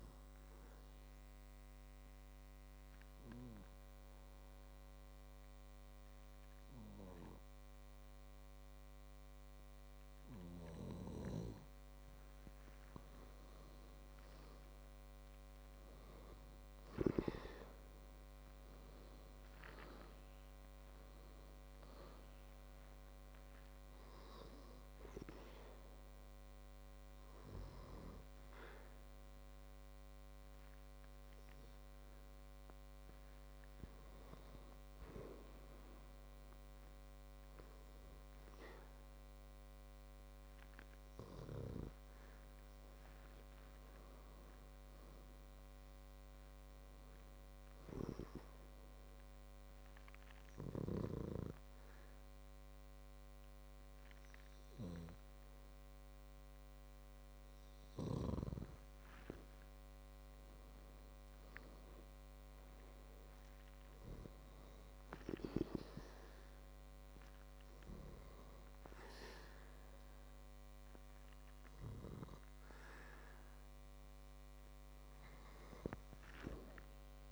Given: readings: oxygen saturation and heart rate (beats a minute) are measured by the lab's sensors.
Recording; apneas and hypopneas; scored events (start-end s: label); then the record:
breathing in sleep by a microphone on the trachea; 3
2.00-13.50 s: obstructive apnea (oxygen 98% before, 94% lowest, heart rate 61 before, 57 extreme, up 12 after)
15.50-18.50 s: arousal
25.00-35.00 s: obstructive apnea (oxygen 98% before, 94% lowest, heart rate 64 before, 57 extreme, up 7 after)
37.50-41.00 s: arousal
49.00-59.50 s: obstructive apnea (oxygen 97% before, 94% lowest, heart rate 61 before, 59 extreme, up 7 after)
61.00-64.50 s: arousal
From the record:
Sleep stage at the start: N2 (light sleep); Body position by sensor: on the back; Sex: male